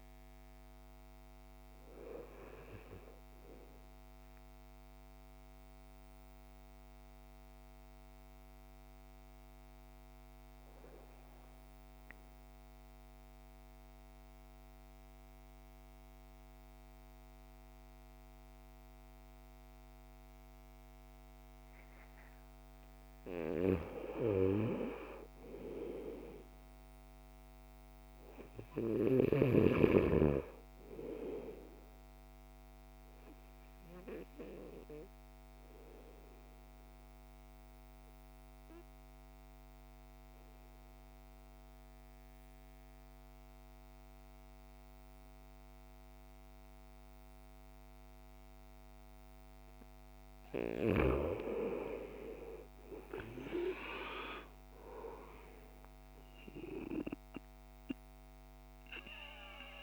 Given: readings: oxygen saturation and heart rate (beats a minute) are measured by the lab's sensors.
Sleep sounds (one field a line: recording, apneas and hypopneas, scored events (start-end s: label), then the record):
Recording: breathing in sleep by a microphone on the trachea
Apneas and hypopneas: 2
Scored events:
0.00-18.50 s: oxygen desaturation (device-marked, oxygen 80% lowest, heart rate 53 extreme)
4.50-23.00 s: mixed apnea (oxygen 99% before, 80% lowest, heart rate 65 before, 53 extreme, up 7 after)
25.00-28.50 s: arousal
31.50-50.50 s: oxygen desaturation (device-marked, oxygen 99% before, 89% lowest, heart rate 58 before, 53 extreme)
33.50-50.00 s: obstructive apnea (oxygen 99% before, 86% lowest, heart rate 58 before, 53 extreme, up 15 after)
52.00-55.50 s: arousal
56.50-59.83 s: oxygen desaturation (device-marked, oxygen 97% before, 86% lowest, heart rate 56 before, 53 extreme)
From the record:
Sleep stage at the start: N2 (light sleep)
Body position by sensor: on the back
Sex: male